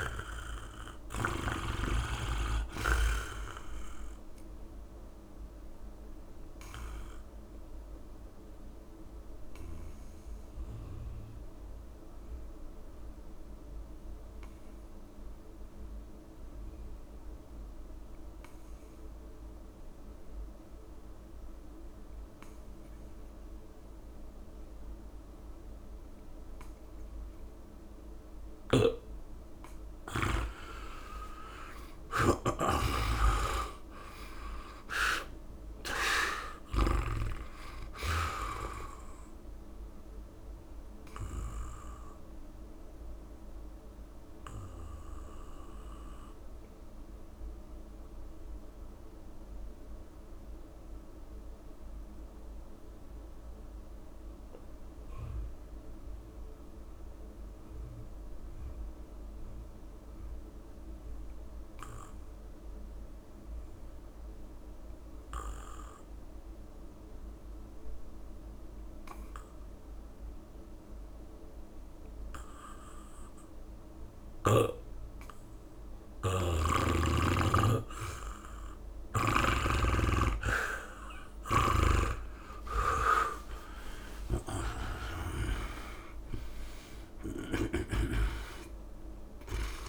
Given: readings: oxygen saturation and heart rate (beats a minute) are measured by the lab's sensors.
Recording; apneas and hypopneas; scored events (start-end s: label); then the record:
breathing in sleep by a room microphone; 2
0.00-1.50 s: snoring (device-marked)
0.00-2.00 s: arousal
0.00-22.00 s: oxygen desaturation (device-marked, oxygen 80% lowest, heart rate 35 extreme)
1.50-3.50 s: long interval between heartbeats (device-marked, heart rate 67 before, 45 extreme)
8.00-10.00 s: long interval between heartbeats (device-marked, heart rate 60 before, 62 extreme)
10.50-29.00 s: obstructive apnea (oxygen 95% before, 80% lowest, heart rate 59 before, 35 extreme, up 0 after)
28.50-37.00 s: snoring (device-marked)
30.50-32.50 s: long interval between heartbeats (device-marked, heart rate 69 before, 65 extreme)
31.00-35.50 s: arousal
31.00-59.00 s: oxygen desaturation (device-marked, oxygen 98% before, 81% lowest, heart rate 69 before, 35 extreme)
34.50-36.50 s: long interval between heartbeats (device-marked, heart rate 68 before, 50 extreme)
39.50-41.50 s: long interval between heartbeats (device-marked, heart rate 62 before, 46 extreme)
45.00-75.00 s: obstructive apnea (oxygen 98% before, 80% lowest, heart rate 53 before, 50 extreme, up 14 after)
67.00-89.89 s: oxygen desaturation (device-marked, oxygen 99% before, 80% lowest, heart rate 68 before, 50 extreme)
82.00-84.00 s: long interval between heartbeats (device-marked, heart rate 66 before, 77 extreme)
83.00-88.50 s: arousal
84.50-86.50 s: long interval between heartbeats (device-marked, heart rate 67 before, 87 extreme)
From the record:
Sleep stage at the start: N2 (light sleep); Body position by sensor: on the back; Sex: male